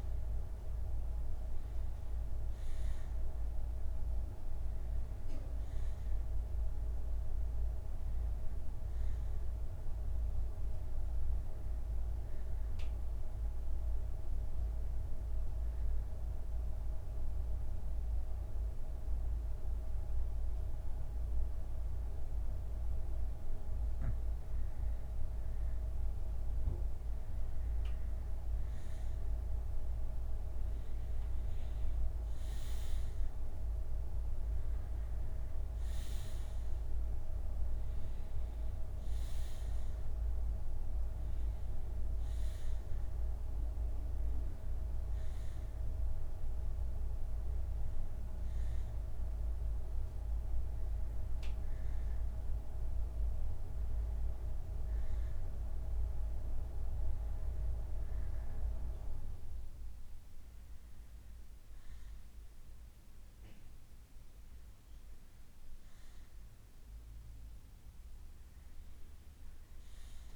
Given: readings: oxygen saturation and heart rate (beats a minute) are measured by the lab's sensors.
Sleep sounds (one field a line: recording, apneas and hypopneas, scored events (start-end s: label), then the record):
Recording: a person partly awake in a sleep study, by a room microphone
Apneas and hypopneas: 1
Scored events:
0.00-1.50 s: bradycardia (device-marked, heart rate 67 extreme)
0.00-10.50 s: oxygen desaturation (device-marked, oxygen 88% lowest, heart rate 56 extreme)
14.00-24.00 s: central apnea (oxygen 93% before, 88% lowest, heart rate 69 before, 64 extreme, up 12 after)
30.50-50.50 s: oxygen desaturation (device-marked, oxygen 93% before, 88% lowest, heart rate 68 before, 65 extreme)
44.50-70.35 s: new sleep stage, awake
From the record:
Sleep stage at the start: N2 (light sleep)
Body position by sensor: on the back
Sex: male